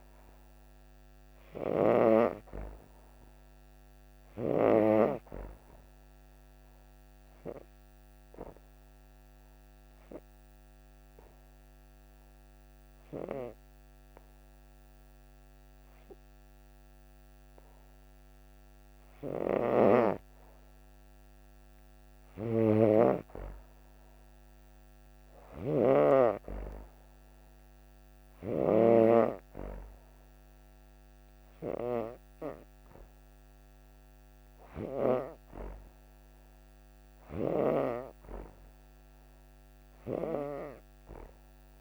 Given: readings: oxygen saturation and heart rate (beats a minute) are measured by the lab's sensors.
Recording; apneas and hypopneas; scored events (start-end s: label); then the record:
breathing in sleep by a microphone on the trachea; 1
2.00-21.50 s: obstructive apnea (oxygen 96% before, 92% lowest)
3.50-21.50 s: oxygen desaturation (device-marked, oxygen 96% before, 92% lowest)
22.00-25.50 s: snoring (device-marked)
24.00-28.50 s: arousal
34.50-41.81 s: oxygen desaturation (device-marked, oxygen 96% before, 93% lowest, heart rate 37 before, 30 extreme)
From the record:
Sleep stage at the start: N2 (light sleep); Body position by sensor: on the back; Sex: female